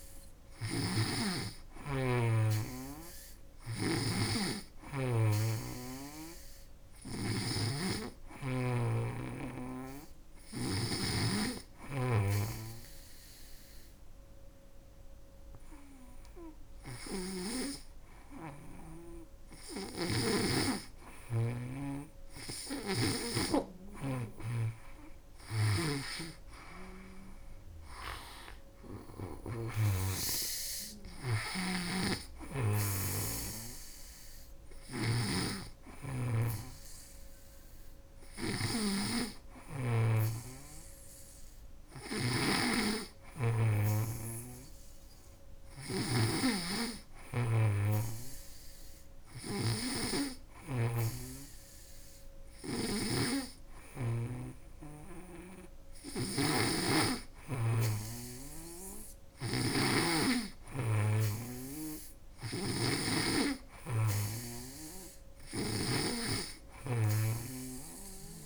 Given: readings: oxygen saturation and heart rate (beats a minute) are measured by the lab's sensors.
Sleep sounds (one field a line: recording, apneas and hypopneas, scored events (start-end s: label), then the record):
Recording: breathing in sleep by a room microphone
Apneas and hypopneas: 1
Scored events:
0.00-10.50 s: snoring (device-marked)
4.50-7.50 s: arousal
10.50-20.50 s: obstructive apnea (oxygen 98% before, 95% lowest, heart rate 74 before, 72 extreme, up 5 after)
19.00-68.46 s: snoring (device-marked)
23.00-26.50 s: arousal
From the record:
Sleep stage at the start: N2 (light sleep)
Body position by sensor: on the back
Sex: female